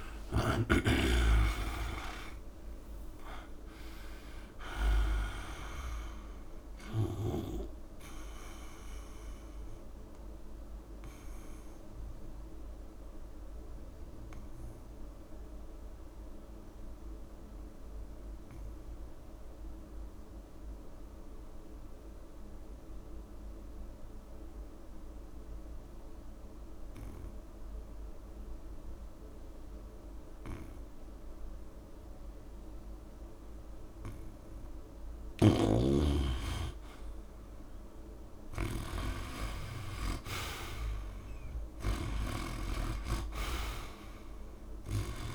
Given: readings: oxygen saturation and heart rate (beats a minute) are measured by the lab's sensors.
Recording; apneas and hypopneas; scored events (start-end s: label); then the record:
breathing in sleep by a room microphone; 1
0.00-2.00 s: arousal
0.00-21.50 s: oxygen desaturation (device-marked, oxygen 76% lowest, heart rate 30 extreme)
2.00-4.00 s: long interval between heartbeats (device-marked, heart rate 58 before, 57 extreme)
4.00-6.00 s: long interval between heartbeats (device-marked, heart rate 58 before, 69 extreme)
9.50-33.50 s: obstructive apnea (oxygen 95% before, 76% lowest, heart rate 59 before, 30 extreme, up 3 after)
35.00-45.35 s: snoring (device-marked)
37.00-40.50 s: arousal
39.00-41.00 s: long interval between heartbeats (device-marked, heart rate 69 before, 68 extreme)
40.50-45.35 s: oxygen desaturation (device-marked, oxygen 98% before, 84% lowest, heart rate 68 before, 31 extreme)
From the record:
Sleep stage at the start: N2 (light sleep); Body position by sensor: on the back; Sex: male